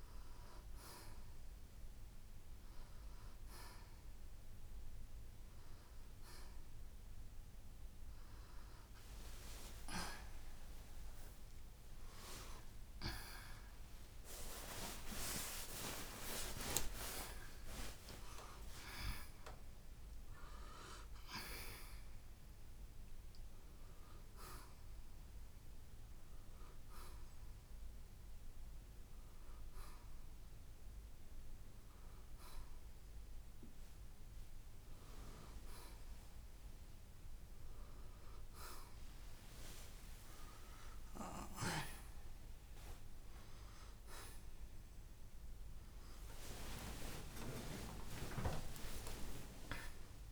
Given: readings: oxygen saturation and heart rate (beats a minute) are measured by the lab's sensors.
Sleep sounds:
breathing in sleep by a room microphone; none
12.50-18.00 s: arousal
46.00-50.32 s: arousal
From the record:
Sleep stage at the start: N1 (lightest sleep); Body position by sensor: on the right side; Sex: male

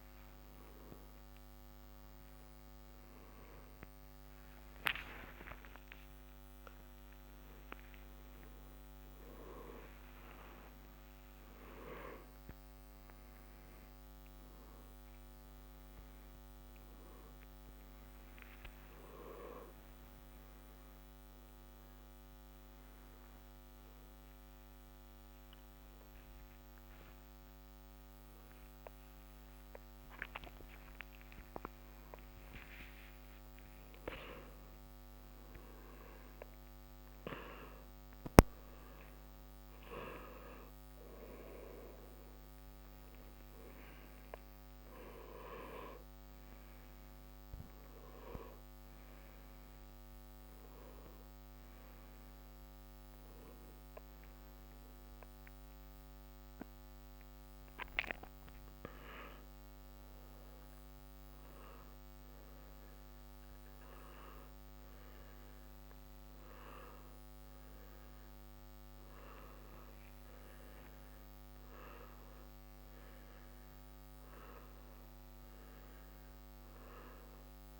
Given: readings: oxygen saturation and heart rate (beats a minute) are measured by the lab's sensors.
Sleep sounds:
a person awake in a sleep study, by a microphone on the trachea; none
none scored
From the record:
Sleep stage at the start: awake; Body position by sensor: on the right side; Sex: male

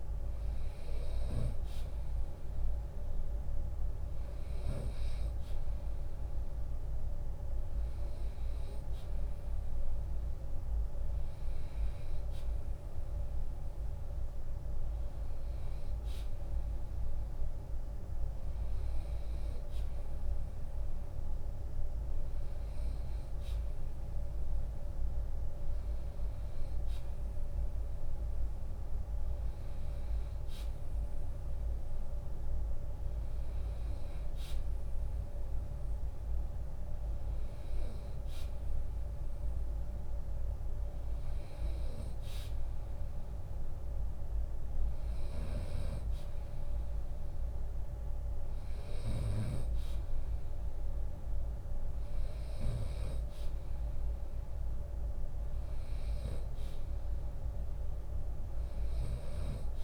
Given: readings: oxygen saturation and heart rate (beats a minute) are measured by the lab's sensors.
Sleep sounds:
breathing in sleep, hard to hear, by a room microphone; none
18.00-20.00 s: long interval between heartbeats (device-marked, heart rate 79 before, 76 extreme)
43.50-53.50 s: drop in pulse transit time (device-marked, heart rate 76 before, 69 extreme)
49.50-51.50 s: long interval between heartbeats (device-marked, heart rate 75 before, 79 extreme)
From the record:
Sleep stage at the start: N2 (light sleep); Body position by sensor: on the right side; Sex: male

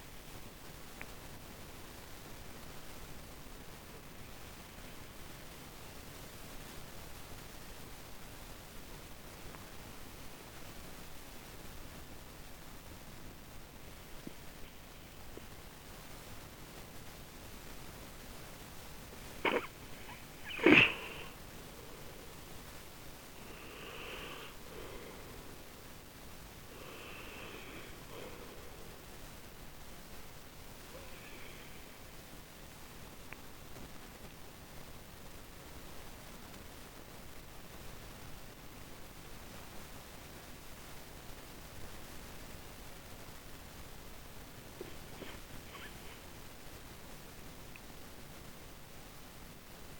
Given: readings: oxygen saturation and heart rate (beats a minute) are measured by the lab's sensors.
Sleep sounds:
breathing in sleep, hard to hear, by a microphone on the trachea; none
39.00-50.00 s: new sleep stage, awake
From the record:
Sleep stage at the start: N2 (light sleep); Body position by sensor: on the right side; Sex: male

